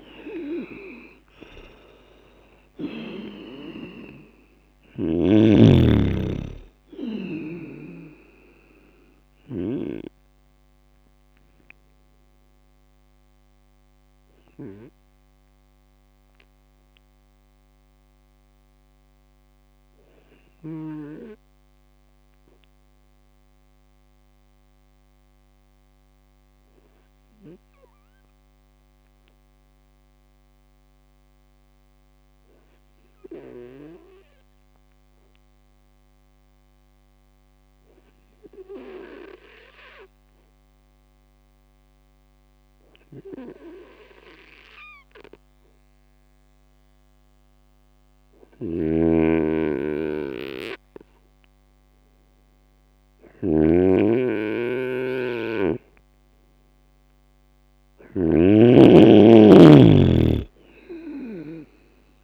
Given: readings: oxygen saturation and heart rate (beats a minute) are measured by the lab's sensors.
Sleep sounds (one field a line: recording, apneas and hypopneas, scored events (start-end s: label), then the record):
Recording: breathing in sleep by a microphone on the trachea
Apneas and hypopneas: 1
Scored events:
0.00-3.00 s: arousal
10.00-50.50 s: obstructive apnea (oxygen 99% before, 95% lowest)
48.00-58.00 s: snoring (device-marked)
52.50-55.50 s: arousal
From the record:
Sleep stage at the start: N2 (light sleep)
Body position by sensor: on the right side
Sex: male